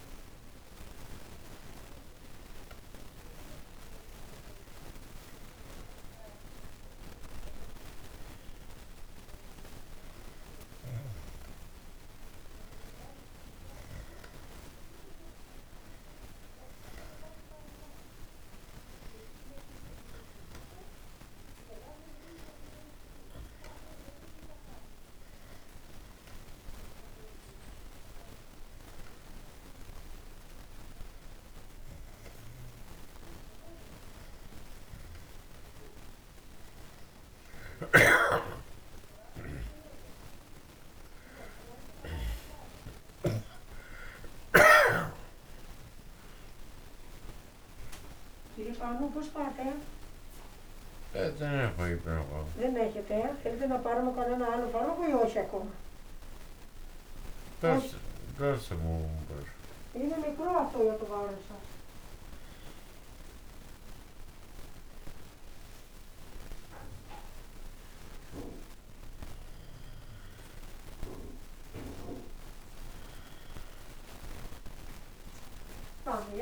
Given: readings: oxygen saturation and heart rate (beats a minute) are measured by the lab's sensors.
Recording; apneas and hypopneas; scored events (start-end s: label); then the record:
a person partly awake in a sleep study, by a room microphone; none
38.00-43.50 s: snoring (device-marked)
47.50-76.41 s: new sleep stage, awake
51.50-58.00 s: snoring (device-marked)
From the record:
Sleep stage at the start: N2 (light sleep); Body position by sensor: on the back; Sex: male